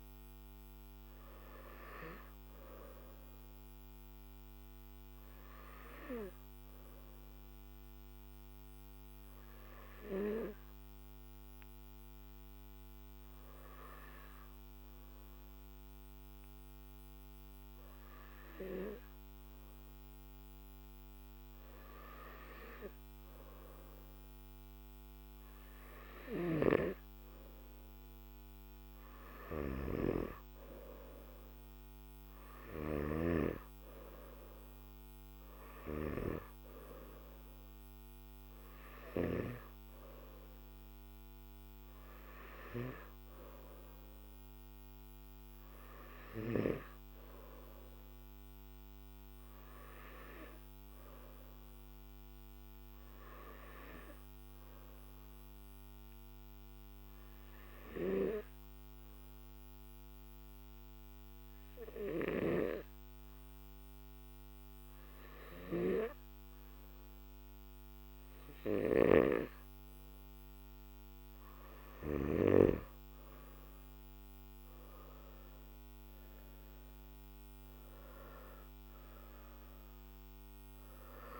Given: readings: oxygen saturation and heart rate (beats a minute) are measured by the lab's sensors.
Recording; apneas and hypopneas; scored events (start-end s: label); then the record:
breathing in sleep by a microphone on the trachea; 2
6.50-24.50 s: obstructive apnea (oxygen 97% before, 93% lowest, heart rate 54 before, 49 extreme, up 9 after)
53.00-70.50 s: obstructive apnea (oxygen 97% before, 93% lowest, heart rate 55 before, 52 extreme, up 7 after)
76.50-81.40 s: oxygen desaturation (device-marked, oxygen 96% before, 93% lowest, heart rate 55 before, 53 extreme)
From the record:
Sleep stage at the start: N1 (lightest sleep); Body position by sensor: on the back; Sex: male